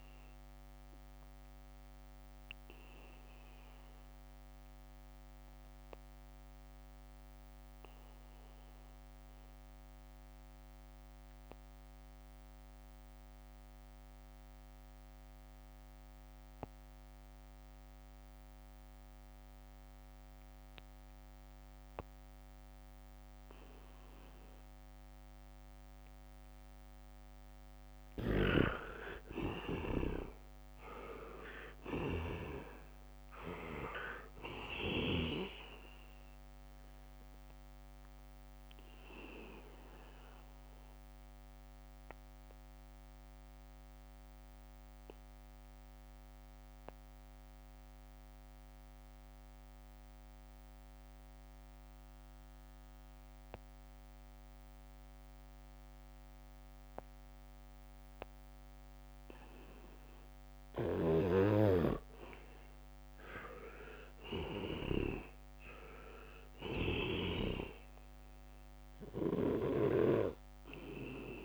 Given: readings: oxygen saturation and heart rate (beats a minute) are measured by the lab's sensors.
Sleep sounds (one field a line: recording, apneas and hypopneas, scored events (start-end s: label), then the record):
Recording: breathing in sleep by a microphone on the trachea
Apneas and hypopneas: 2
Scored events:
0.00-15.00 s: oxygen desaturation (device-marked, oxygen 83% lowest, heart rate 65 extreme)
1.50-27.50 s: mixed apnea (oxygen 99% before, 79% lowest, heart rate 73 before, 65 extreme, up 7 after)
15.00-22.50 s: leg movement (device-marked)
21.00-53.00 s: oxygen desaturation (device-marked, oxygen 99% before, 79% lowest, heart rate 74 before, 65 extreme)
24.50-27.00 s: leg movement (device-marked)
28.50-33.00 s: snoring (device-marked)
29.50-33.50 s: arousal
38.50-61.00 s: obstructive apnea (oxygen 99% before, 79% lowest, heart rate 70 before, 68 extreme, up 0 after)
41.00-43.50 s: leg movement (device-marked)
60.50-69.00 s: leg movement (device-marked)
61.00-70.00 s: snoring (device-marked)
62.50-66.00 s: arousal
64.00-71.45 s: oxygen desaturation (device-marked, oxygen 98% before, 82% lowest, heart rate 74 before, 66 extreme)
69.00-71.45 s: leg movement (device-marked)
From the record:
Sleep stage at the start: N2 (light sleep)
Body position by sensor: on the back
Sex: male